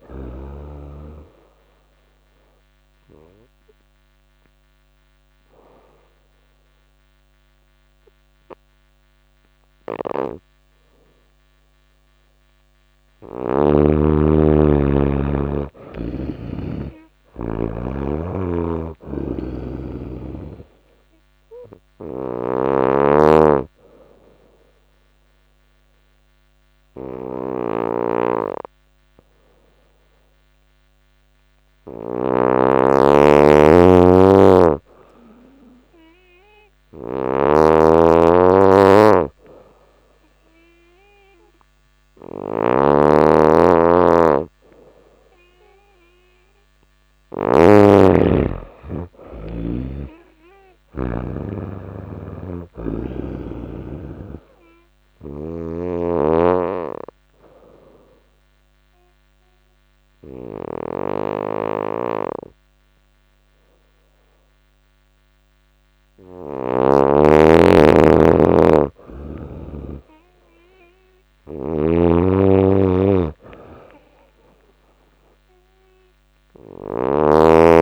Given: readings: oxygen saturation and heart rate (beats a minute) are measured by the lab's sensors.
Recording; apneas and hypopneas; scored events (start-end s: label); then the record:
breathing in sleep by a microphone on the trachea; 3
0.00-2.50 s: oxygen desaturation (device-marked, oxygen 92% lowest, heart rate 86 extreme)
0.50-12.00 s: obstructive apnea (oxygen 97% before, 91% lowest, heart rate 88 before, 85 extreme, up 4 after)
14.00-18.00 s: arousal
17.50-47.00 s: snoring (device-marked)
22.50-32.50 s: obstructive apnea (oxygen 97% before, 91% lowest, heart rate 88 before, 85 extreme, up 1 after)
25.50-37.50 s: oxygen desaturation (device-marked, oxygen 97% before, 91% lowest, heart rate 88 before, 85 extreme)
38.00-42.00 s: arousal
47.50-72.50 s: oxygen desaturation (device-marked, oxygen 97% before, 92% lowest, heart rate 87 before, 86 extreme)
51.50-66.00 s: snoring (device-marked)
57.00-68.00 s: obstructive apnea (oxygen 97% before, 89% lowest, heart rate 88 before, 86 extreme, up 4 after)
69.50-73.00 s: arousal
70.50-77.82 s: snoring (device-marked)
From the record:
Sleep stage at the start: N2 (light sleep); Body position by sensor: on the back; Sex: female